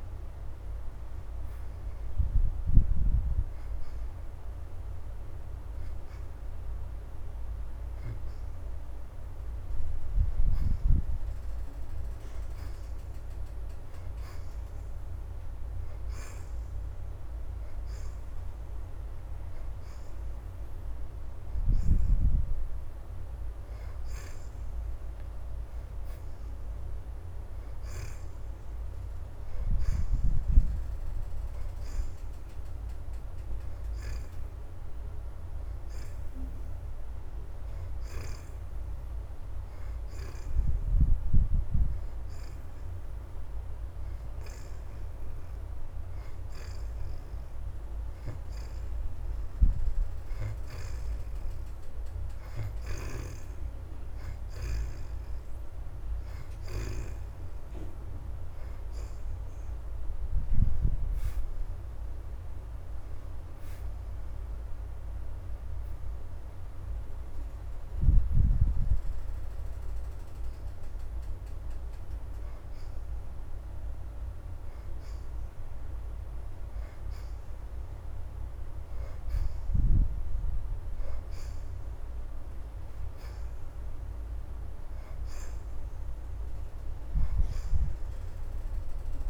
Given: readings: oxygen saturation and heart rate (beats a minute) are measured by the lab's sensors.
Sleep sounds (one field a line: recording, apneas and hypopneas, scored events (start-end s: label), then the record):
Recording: breathing in sleep by a room microphone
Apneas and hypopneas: none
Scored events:
14.50-16.50 s: oxygen desaturation (device-marked, oxygen 78% before, 75% lowest, heart rate 107 before, 111 extreme)
22.50-45.50 s: oxygen desaturation (device-marked, oxygen 78% before, 70% lowest, heart rate 108 before, 108 extreme)
62.50-88.50 s: oxygen desaturation (device-marked, oxygen 70% before, 64% lowest, heart rate 118 before, 98 extreme)
From the record:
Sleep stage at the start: N2 (light sleep)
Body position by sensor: on the back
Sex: female